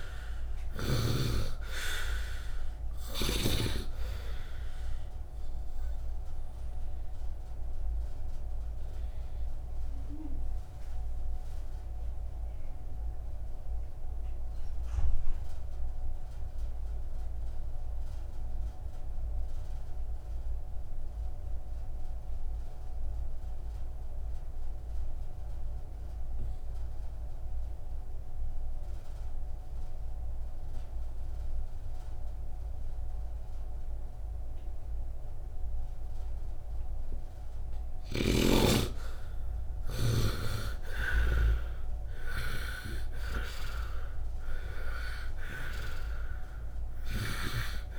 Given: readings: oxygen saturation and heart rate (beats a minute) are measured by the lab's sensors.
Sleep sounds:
breathing in sleep by a room microphone; 1
0.00-33.50 s: oxygen desaturation (device-marked, oxygen 73% lowest, heart rate 51 extreme)
6.50-36.50 s: obstructive apnea (oxygen 95% before, 73% lowest, heart rate 56 before, 51 extreme, up 4 after)
38.00-47.50 s: snoring (device-marked)
38.50-43.50 s: arousal
39.50-47.99 s: oxygen desaturation (device-marked, oxygen 94% before, 79% lowest, heart rate 60 before, 60 extreme)
From the record:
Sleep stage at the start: N2 (light sleep); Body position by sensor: on the right side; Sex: male

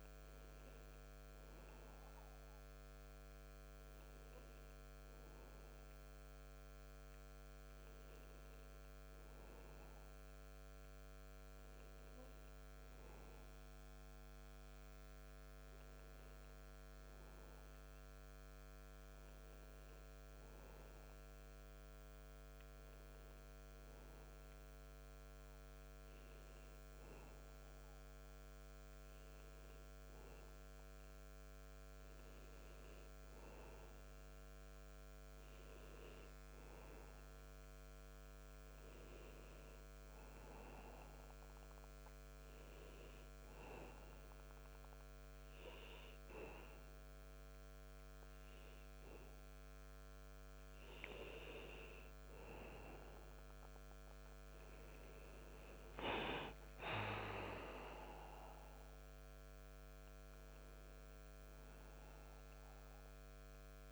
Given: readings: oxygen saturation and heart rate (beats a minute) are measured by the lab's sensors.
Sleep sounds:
breathing in sleep by a microphone on the trachea; none
none scored
From the record:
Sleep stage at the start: N2 (light sleep); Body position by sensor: on the back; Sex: male

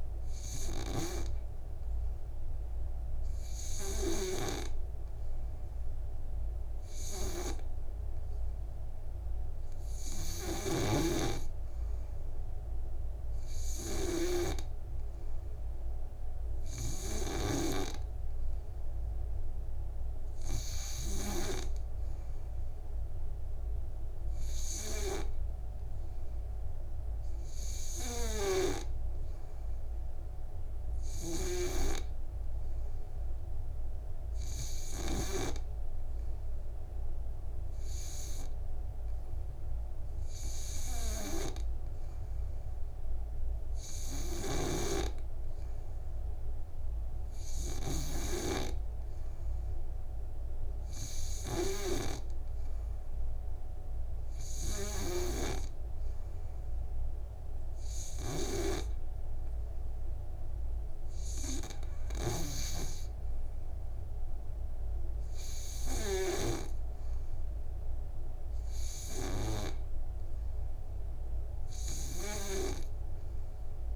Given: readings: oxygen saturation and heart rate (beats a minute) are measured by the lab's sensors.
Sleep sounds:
breathing in sleep by a room microphone; none
44.50-49.00 s: snoring (device-marked)
47.00-58.00 s: oxygen desaturation (device-marked, oxygen 94% before, 91% lowest, heart rate 62 before, 59 extreme)
62.50-67.00 s: snoring (device-marked)
From the record:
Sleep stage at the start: N3 (deep sleep); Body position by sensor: on the back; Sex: male

